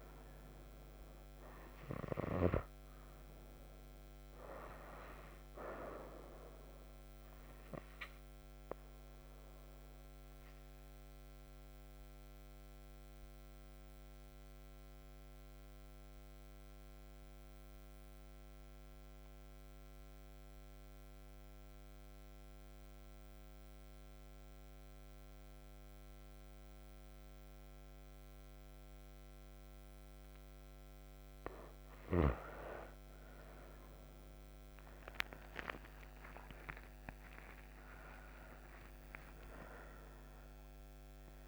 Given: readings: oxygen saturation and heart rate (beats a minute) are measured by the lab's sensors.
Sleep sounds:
breathing in sleep by a microphone on the trachea; 1
1.00-20.00 s: oxygen desaturation (device-marked, oxygen 97% before, 92% lowest)
8.50-30.00 s: obstructive apnea (oxygen 98% before, 89% lowest)
33.00-41.48 s: oxygen desaturation (device-marked, oxygen 97% before, 89% lowest)
34.50-41.00 s: arousal
From the record:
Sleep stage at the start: N2 (light sleep); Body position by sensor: on the right side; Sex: female

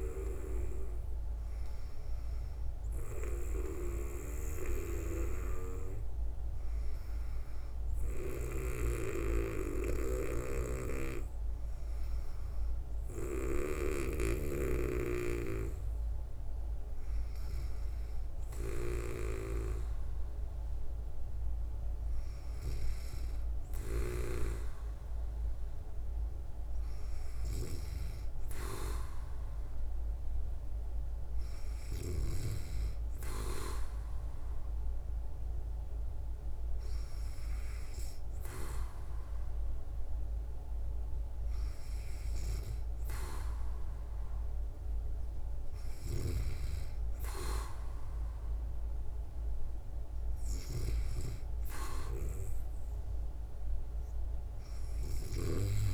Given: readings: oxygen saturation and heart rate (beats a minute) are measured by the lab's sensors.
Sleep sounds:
breathing in sleep by a room microphone; none
4.00-14.00 s: snoring (device-marked)
From the record:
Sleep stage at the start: N2 (light sleep); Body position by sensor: on the back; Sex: female

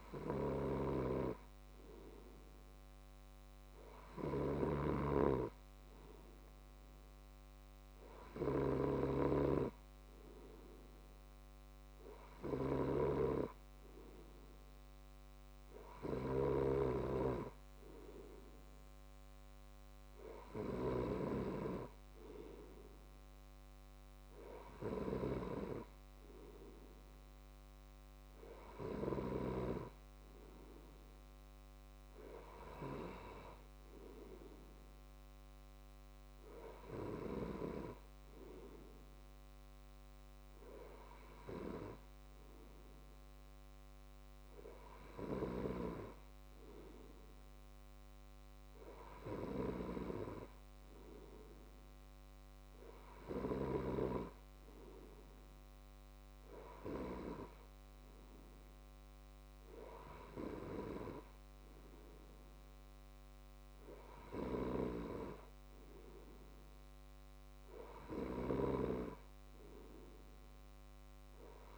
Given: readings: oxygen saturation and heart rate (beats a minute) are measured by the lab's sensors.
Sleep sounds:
breathing in sleep by a microphone on the trachea; none
0.00-16.50 s: snoring (device-marked)
From the record:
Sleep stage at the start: N2 (light sleep); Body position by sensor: on the left side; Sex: male

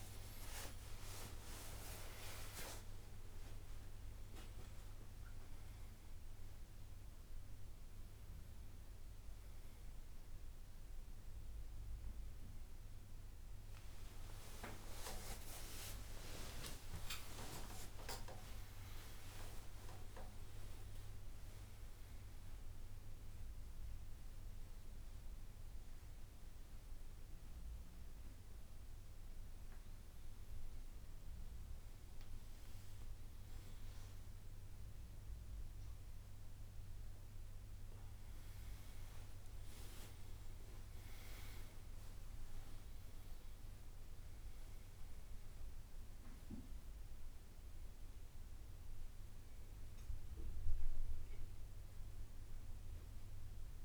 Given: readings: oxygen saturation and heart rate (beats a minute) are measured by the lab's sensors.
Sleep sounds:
a person awake in a sleep study, by a room microphone; none
0.00-2.00 s: long interval between heartbeats (device-marked, heart rate 107 before, 133 extreme)
0.00-4.00 s: tachycardia (device-marked, heart rate 161 extreme)
2.00-4.00 s: long interval between heartbeats (device-marked, heart rate 114 before, 125 extreme)
4.00-6.00 s: long interval between heartbeats (device-marked, heart rate 120 before, 125 extreme)
8.00-27.00 s: drop in pulse transit time (device-marked, heart rate 130 before, 69 extreme)
14.00-16.00 s: long interval between heartbeats (device-marked, heart rate 118 before, 84 extreme)
14.00-21.00 s: tachycardia (device-marked, heart rate 75 before, 133 extreme)
17.50-19.50 s: long interval between heartbeats (device-marked, heart rate 109 before, 119 extreme)
29.00-31.00 s: long interval between heartbeats (device-marked, heart rate 93 before, 78 extreme)
33.00-35.00 s: long interval between heartbeats (device-marked, heart rate 94 before, 83 extreme)
39.50-41.50 s: long interval between heartbeats (device-marked, heart rate 88 before, 71 extreme)
45.00-53.85 s: drop in pulse transit time (device-marked, heart rate 76 before, 63 extreme)
From the record:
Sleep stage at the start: awake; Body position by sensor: on the right side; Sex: male

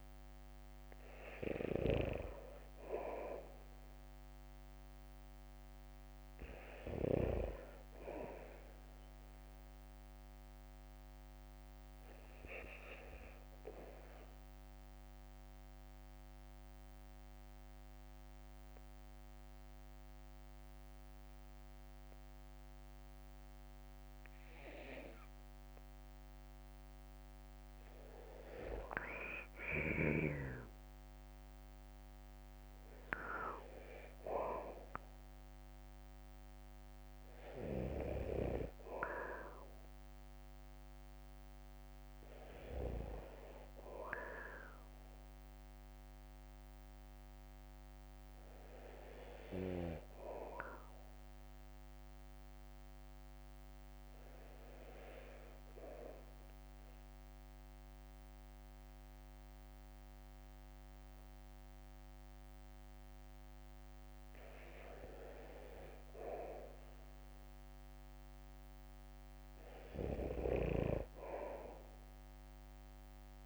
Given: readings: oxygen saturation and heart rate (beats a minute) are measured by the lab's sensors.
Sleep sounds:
breathing in sleep by a microphone on the trachea; 2
0.50-12.50 s: drop in pulse transit time (device-marked, heart rate 55 before, 61 extreme)
0.50-39.50 s: oxygen desaturation (device-marked, oxygen 95% before, 89% lowest, heart rate 55 before, 54 extreme)
14.50-27.50 s: obstructive apnea (oxygen 95% before, 89% lowest, heart rate 62 before, 54 extreme, up 4 after)
20.50-34.50 s: bradycardia (device-marked, heart rate 57 before, 55 extreme)
34.50-40.00 s: arousal
38.50-73.46 s: bradycardia (device-marked, heart rate 57 before, 48 extreme)
52.00-64.50 s: obstructive apnea (oxygen 96% before, 92% lowest, heart rate 57 before, 51 extreme, up 0 after)
56.50-67.50 s: drop in pulse transit time (device-marked, heart rate 57 before, 57 extreme)
57.50-71.50 s: oxygen desaturation (device-marked, oxygen 96% before, 92% lowest, heart rate 57 before, 48 extreme)
68.50-73.00 s: arousal
From the record:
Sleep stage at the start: N2 (light sleep); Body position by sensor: on the back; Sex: male

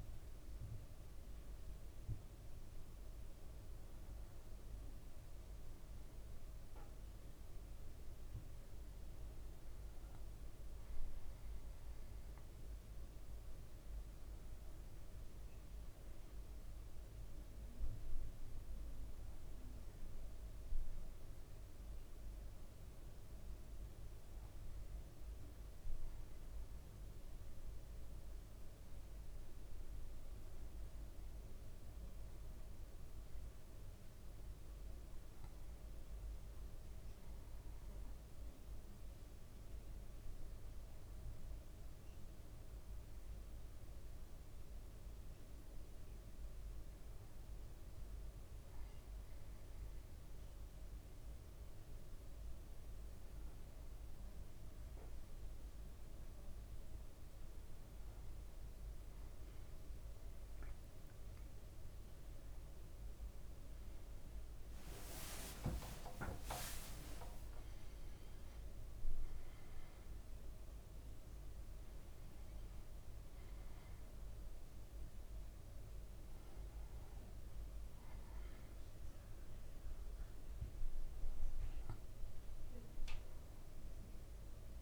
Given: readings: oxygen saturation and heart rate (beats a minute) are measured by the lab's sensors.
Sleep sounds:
breathing in sleep, hard to hear, by a room microphone; none
56.00-58.50 s: leg movement (device-marked)
60.00-61.50 s: leg movement (device-marked)
61.00-65.50 s: arousal
64.00-68.50 s: leg movement (device-marked)
From the record:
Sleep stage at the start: N1 (lightest sleep); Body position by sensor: on the back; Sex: male

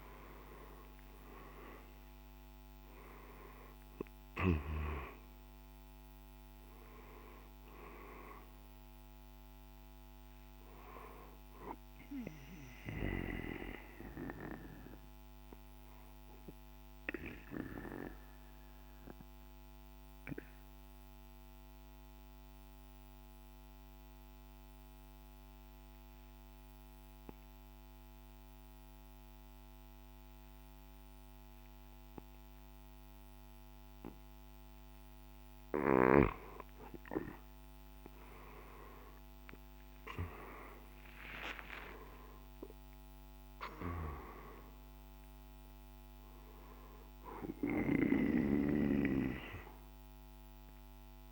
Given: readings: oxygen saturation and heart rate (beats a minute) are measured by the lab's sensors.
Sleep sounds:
breathing in sleep by a microphone on the trachea; 1
0.00-4.00 s: arousal
1.50-28.50 s: oxygen desaturation (device-marked, oxygen 98% before, 87% lowest, heart rate 54 before, 54 extreme)
2.50-13.50 s: drop in pulse transit time (device-marked, heart rate 55 before, 58 extreme)
15.50-35.00 s: obstructive apnea (oxygen 98% before, 87% lowest, heart rate 59 before, 54 extreme, up 9 after)
37.00-41.50 s: arousal
40.50-51.32 s: oxygen desaturation (device-marked, oxygen 98% before, 89% lowest, heart rate 56 before, 53 extreme)
41.50-51.32 s: drop in pulse transit time (device-marked, heart rate 56 before, 59 extreme)
From the record:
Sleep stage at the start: N2 (light sleep); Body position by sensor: on the right side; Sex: male

